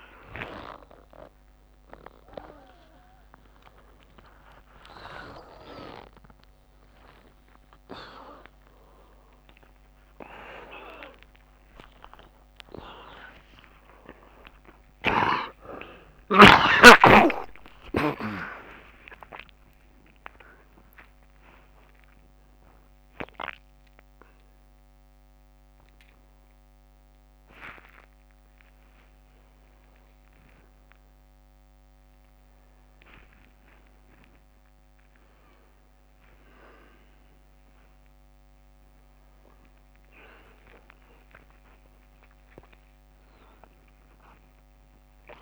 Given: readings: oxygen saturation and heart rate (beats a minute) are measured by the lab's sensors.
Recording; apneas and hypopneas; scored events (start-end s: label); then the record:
a person awake in a sleep study, by a microphone on the trachea; none
0.00-11.00 s: tachycardia (device-marked, heart rate 209 extreme)
From the record:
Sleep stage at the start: awake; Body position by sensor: on the right side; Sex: male